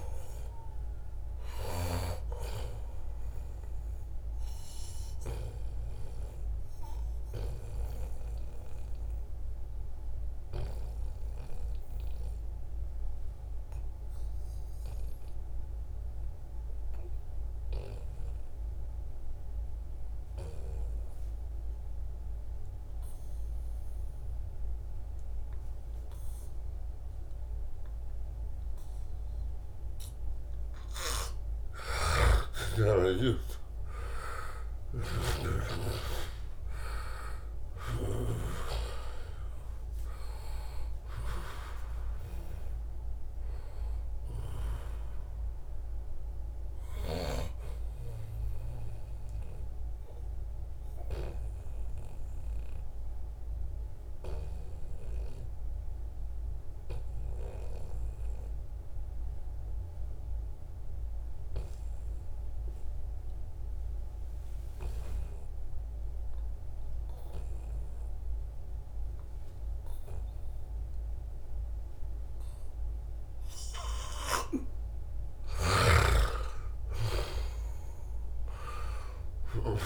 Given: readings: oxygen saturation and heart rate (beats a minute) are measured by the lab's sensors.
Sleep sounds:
breathing in sleep by a room microphone; 2
0.00-12.50 s: oxygen desaturation (device-marked, oxygen 88% lowest, heart rate 70 extreme)
4.50-30.00 s: obstructive apnea (oxygen 97% before, 88% lowest, heart rate 74 before, 71 extreme, up 5 after)
31.50-35.50 s: snoring (device-marked)
31.50-36.00 s: arousal
33.50-56.50 s: oxygen desaturation (device-marked, oxygen 97% before, 90% lowest, heart rate 73 before, 72 extreme)
47.50-74.00 s: obstructive apnea (oxygen 97% before, 89% lowest, heart rate 78 before, 72 extreme, up 2 after)
75.50-79.50 s: arousal
From the record:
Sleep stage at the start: N2 (light sleep); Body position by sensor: on the back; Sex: male

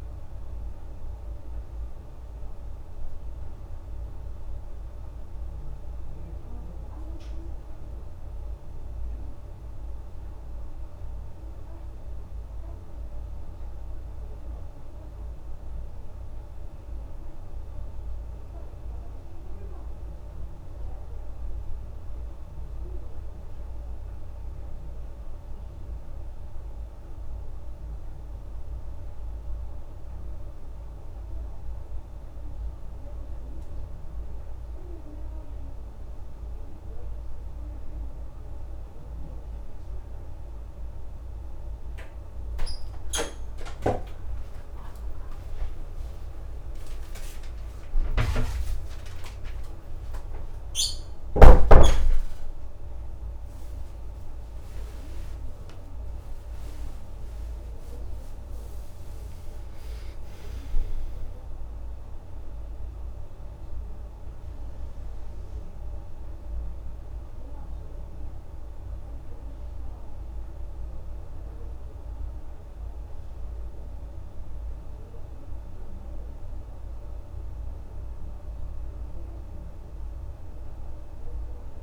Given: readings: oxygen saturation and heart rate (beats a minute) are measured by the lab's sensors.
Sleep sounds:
a person awake in a sleep study, hard to hear, by a room microphone; none
33.00-81.83 s: new sleep stage, awake
From the record:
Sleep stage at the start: N1 (lightest sleep); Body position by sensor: on the back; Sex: female

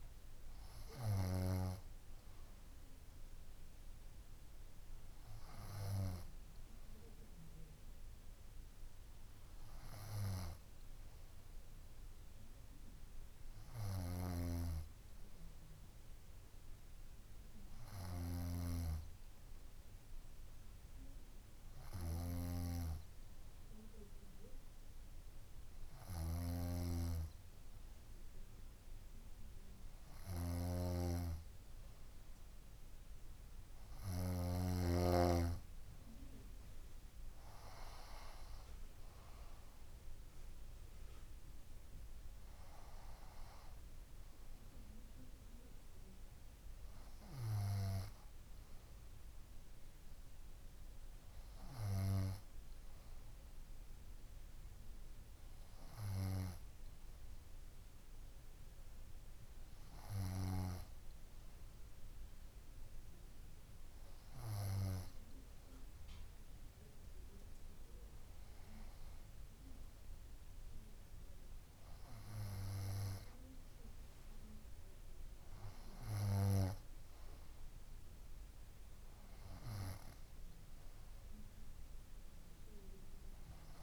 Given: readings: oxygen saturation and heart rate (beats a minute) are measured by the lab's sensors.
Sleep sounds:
breathing in sleep by a room microphone; none
0.00-12.00 s: bradycardia (device-marked, heart rate 55 extreme)
14.50-19.00 s: snoring (device-marked)
18.00-28.00 s: bradycardia (device-marked, heart rate 63 before, 58 extreme)
26.50-35.00 s: snoring (device-marked)
39.00-54.00 s: bradycardia (device-marked, heart rate 62 before, 55 extreme)
55.00-58.00 s: bradycardia (device-marked, heart rate 62 before, 58 extreme)
80.00-83.83 s: bradycardia (device-marked, heart rate 62 before, 58 extreme)
From the record:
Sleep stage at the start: N2 (light sleep); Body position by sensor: on the front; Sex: female

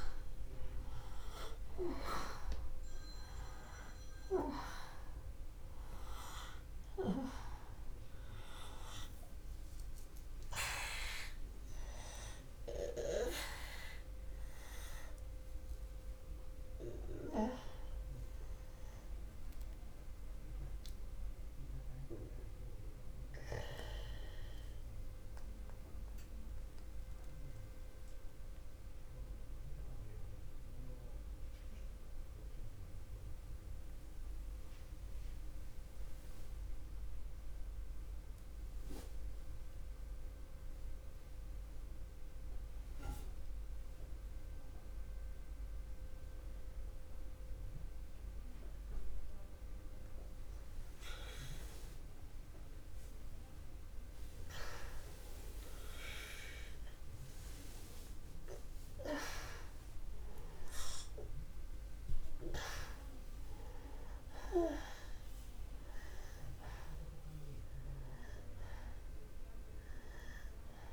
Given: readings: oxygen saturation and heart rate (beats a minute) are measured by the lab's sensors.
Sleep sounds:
breathing in sleep by a room microphone; 1
0.00-38.00 s: oxygen desaturation (device-marked, oxygen 84% lowest, heart rate 62 extreme)
29.00-51.50 s: obstructive apnea (oxygen 92% before, 88% lowest, heart rate 73 before, 63 extreme, up 1 after)
54.00-58.50 s: arousal
58.00-70.93 s: oxygen desaturation (device-marked, oxygen 98% before, 88% lowest, heart rate 64 before, 62 extreme)
From the record:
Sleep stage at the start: N2 (light sleep); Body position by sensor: on the back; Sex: male

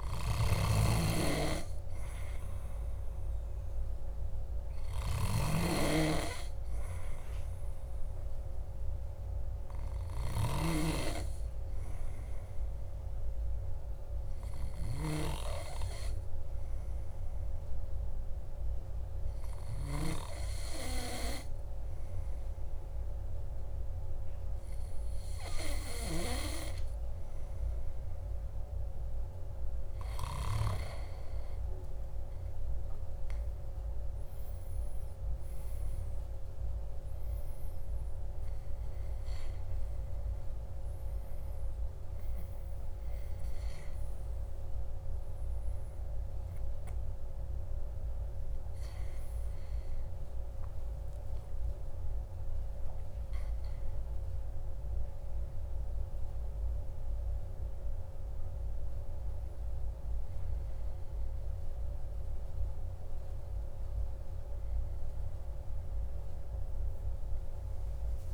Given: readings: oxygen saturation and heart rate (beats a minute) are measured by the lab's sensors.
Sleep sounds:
breathing in sleep by a room microphone; 1
15.50-29.00 s: hypopnea (oxygen 98% before, 95% lowest, heart rate 55 before, 55 extreme, up 7 after)
32.50-36.00 s: arousal
50.50-68.34 s: new sleep stage, N1 (lightest sleep)
64.50-68.34 s: oxygen desaturation (device-marked, oxygen 100% before, 97% lowest, heart rate 59 before, 55 extreme)
From the record:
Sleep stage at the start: N2 (light sleep); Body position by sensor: on the back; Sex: male

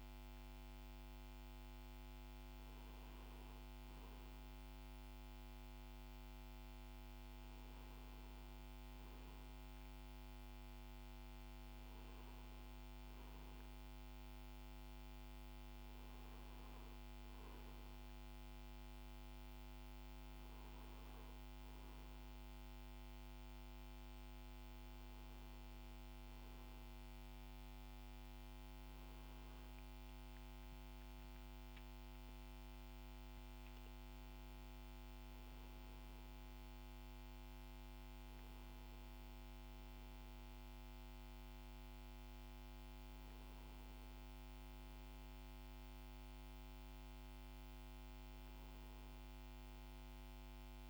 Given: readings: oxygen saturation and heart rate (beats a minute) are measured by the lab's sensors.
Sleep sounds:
breathing in sleep, hard to hear, by a microphone on the trachea; none
40.00-50.90 s: new sleep stage, REM sleep
From the record:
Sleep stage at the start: N1 (lightest sleep); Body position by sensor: on the back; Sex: male

